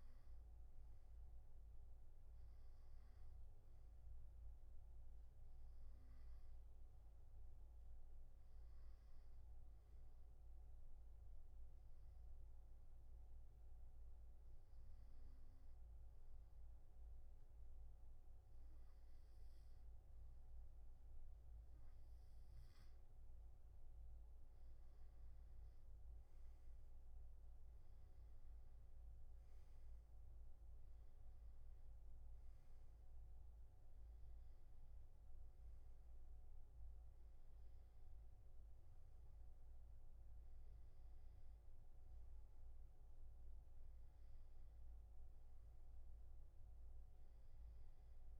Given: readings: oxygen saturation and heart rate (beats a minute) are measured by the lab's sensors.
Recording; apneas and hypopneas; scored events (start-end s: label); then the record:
breathing in sleep, hard to hear, by a room microphone; 1
0.00-9.00 s: oxygen desaturation (device-marked, oxygen 92% lowest, heart rate 66 extreme)
11.00-22.50 s: hypopnea (oxygen 97% before, 87% lowest, heart rate 69 before, 67 extreme, up 9 after)
25.50-29.00 s: arousal
26.00-42.00 s: oxygen desaturation (device-marked, oxygen 94% before, 90% lowest, heart rate 69 before, 63 extreme)
45.00-48.40 s: arousal
From the record:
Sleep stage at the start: N2 (light sleep); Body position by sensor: on the back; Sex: male